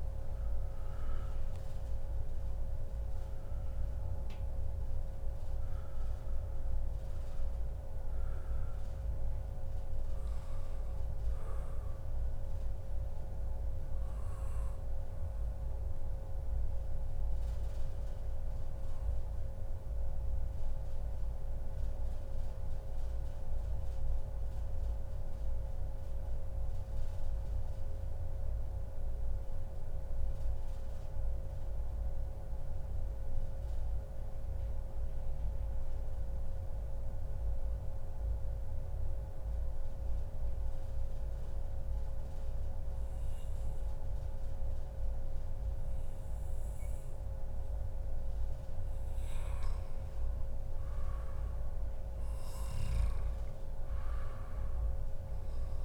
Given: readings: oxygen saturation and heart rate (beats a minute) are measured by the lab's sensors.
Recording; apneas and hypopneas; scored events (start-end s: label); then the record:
breathing in sleep, hard to hear, by a room microphone; 1
5.50-7.50 s: oxygen desaturation (device-marked, oxygen 95% before, 92% lowest, heart rate 140 before, 97 extreme)
12.50-49.50 s: mixed apnea (oxygen 96% before, 92% lowest, heart rate 140 before, 96 extreme, up 41 after)
14.00-16.00 s: long interval between heartbeats (device-marked, heart rate 140 before, 116 extreme)
23.00-25.00 s: long interval between heartbeats (device-marked, heart rate 125 before, 98 extreme)
27.50-29.50 s: long interval between heartbeats (device-marked, heart rate 116 before, 117 extreme)
32.50-34.50 s: long interval between heartbeats (device-marked, heart rate 109 before, 102 extreme)
36.00-38.00 s: long interval between heartbeats (device-marked, heart rate 107 before, 97 extreme)
38.50-40.50 s: long interval between heartbeats (device-marked, heart rate 106 before, 98 extreme)
41.50-43.50 s: long interval between heartbeats (device-marked, heart rate 106 before, 107 extreme)
46.00-48.00 s: long interval between heartbeats (device-marked, heart rate 107 before, 116 extreme)
47.50-55.85 s: oxygen desaturation (device-marked, oxygen 98% before, 94% lowest, heart rate 108 before, 141 extreme)
53.00-55.85 s: arousal
From the record:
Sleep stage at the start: N2 (light sleep); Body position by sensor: on the back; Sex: male